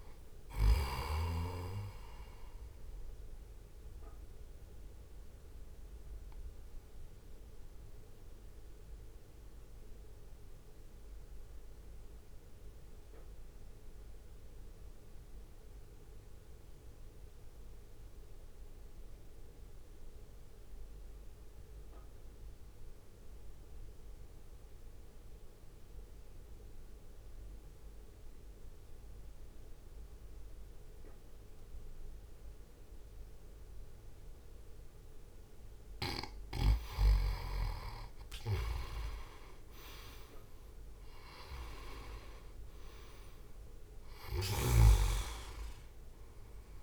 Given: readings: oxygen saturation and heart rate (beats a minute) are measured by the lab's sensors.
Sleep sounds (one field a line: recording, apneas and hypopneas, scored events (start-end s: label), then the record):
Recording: breathing in sleep by a room microphone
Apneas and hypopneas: 1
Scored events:
0.00-7.50 s: oxygen desaturation (device-marked, oxygen 91% lowest, heart rate 50 extreme)
0.00-9.50 s: drop in pulse transit time (device-marked, heart rate 50 extreme)
4.00-35.50 s: mixed apnea (oxygen 98% before, 88% lowest, heart rate 62 before, 50 extreme, up 4 after)
36.50-46.83 s: oxygen desaturation (device-marked, oxygen 98% before, 91% lowest, heart rate 59 before, 50 extreme)
40.00-44.00 s: arousal
40.50-46.83 s: drop in pulse transit time (device-marked, heart rate 60 before, 50 extreme)
From the record:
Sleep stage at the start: N2 (light sleep)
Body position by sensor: on the right side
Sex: male